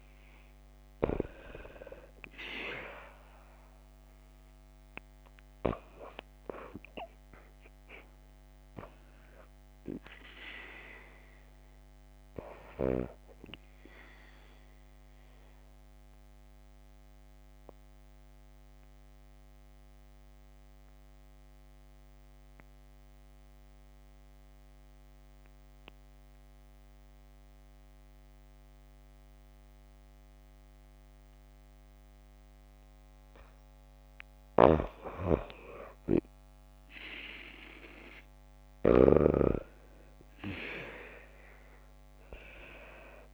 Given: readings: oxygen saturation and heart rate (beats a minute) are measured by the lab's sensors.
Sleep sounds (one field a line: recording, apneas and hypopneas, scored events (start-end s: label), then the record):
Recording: breathing in sleep by a microphone on the trachea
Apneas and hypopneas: 1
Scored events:
0.00-3.50 s: oxygen desaturation (device-marked, oxygen 91% lowest, heart rate 53 extreme)
14.00-33.00 s: obstructive apnea (oxygen 96% before, 88% lowest, heart rate 61 before, 52 extreme, up 20 after)
35.00-37.50 s: arousal
36.50-43.34 s: oxygen desaturation (device-marked, oxygen 96% before, 88% lowest, heart rate 54 before, 53 extreme)
From the record:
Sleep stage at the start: N2 (light sleep)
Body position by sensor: on the back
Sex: female